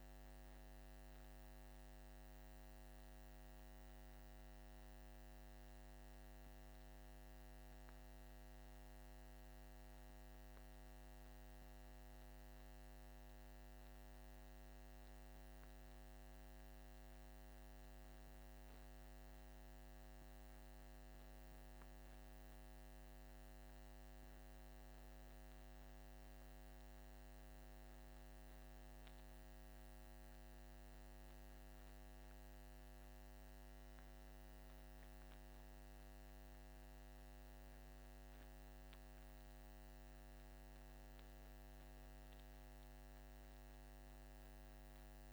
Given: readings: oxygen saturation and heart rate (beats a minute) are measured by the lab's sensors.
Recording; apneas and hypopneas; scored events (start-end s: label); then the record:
breathing in sleep, hard to hear, by a microphone on the trachea; none
none scored
From the record:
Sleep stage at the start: N1 (lightest sleep); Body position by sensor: on the back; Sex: male